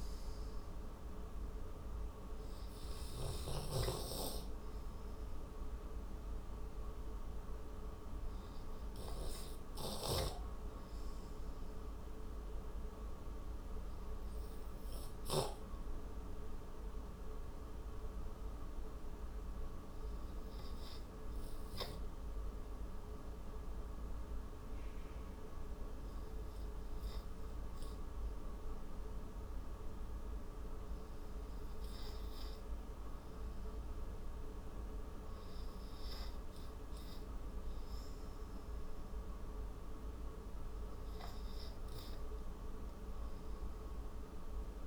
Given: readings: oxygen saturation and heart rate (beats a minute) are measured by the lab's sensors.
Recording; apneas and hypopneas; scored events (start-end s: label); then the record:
breathing in sleep, hard to hear, by a room microphone; 1
0.00-5.00 s: oxygen desaturation (device-marked, oxygen 90% lowest)
11.50-28.50 s: obstructive apnea (oxygen 97% before, 91% lowest)
30.00-34.00 s: arousal
From the record:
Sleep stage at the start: N2 (light sleep); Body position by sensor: on the right side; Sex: male